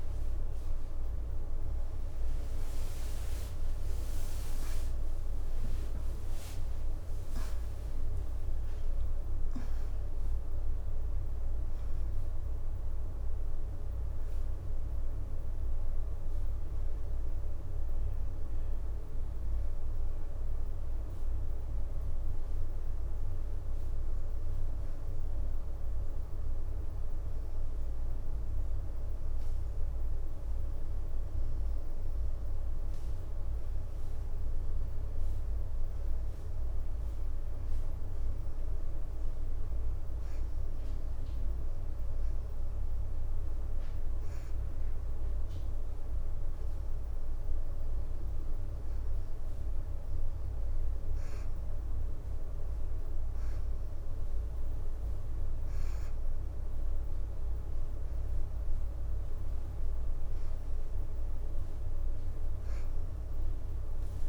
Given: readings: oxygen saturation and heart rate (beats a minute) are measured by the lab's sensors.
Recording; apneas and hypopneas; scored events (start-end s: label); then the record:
breathing in sleep, hard to hear, by a room microphone; none
0.00-1.00 s: leg movement (device-marked)
2.50-12.50 s: leg movement (device-marked)
12.50-22.00 s: leg movement (device-marked)
23.00-30.00 s: leg movement (device-marked)
31.00-34.00 s: leg movement (device-marked)
34.50-38.50 s: leg movement (device-marked)
40.50-43.50 s: leg movement (device-marked)
56.00-58.50 s: leg movement (device-marked)
60.00-61.00 s: leg movement (device-marked)
From the record:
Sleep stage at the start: N2 (light sleep); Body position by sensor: on the back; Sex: female